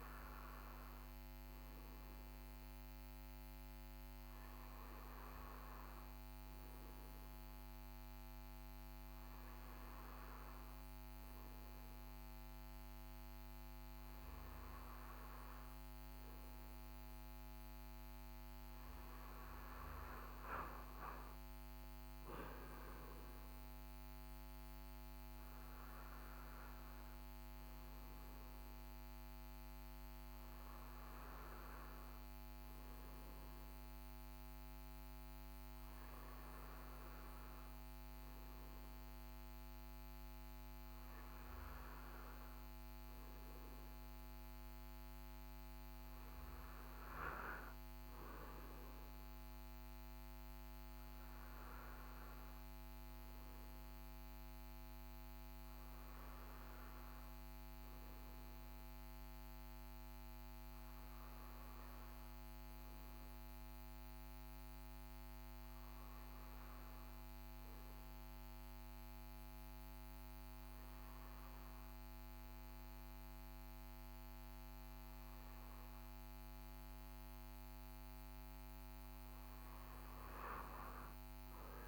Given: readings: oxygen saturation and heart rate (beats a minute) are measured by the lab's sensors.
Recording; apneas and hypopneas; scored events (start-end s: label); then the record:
breathing in sleep, hard to hear, by a microphone on the trachea; none
none scored
From the record:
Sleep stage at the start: N1 (lightest sleep); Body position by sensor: on the right side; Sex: male